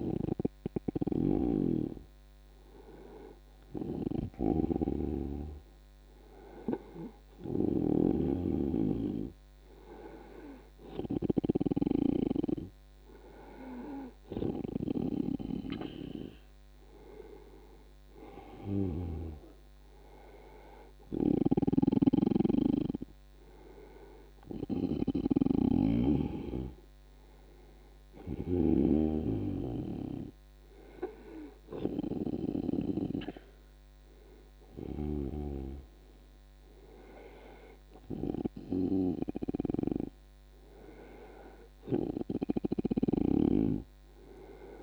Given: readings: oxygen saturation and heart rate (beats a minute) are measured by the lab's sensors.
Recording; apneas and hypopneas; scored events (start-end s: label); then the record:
breathing in sleep by a microphone on the trachea; 1
1.00-16.00 s: hypopnea (oxygen 97% before, 95% lowest, heart rate 87 before, 76 extreme, up 12 after)
17.00-21.00 s: arousal
21.50-29.00 s: snoring (device-marked)
43.00-44.83 s: snoring (device-marked)
From the record:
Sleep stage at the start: N2 (light sleep); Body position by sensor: on the back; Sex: male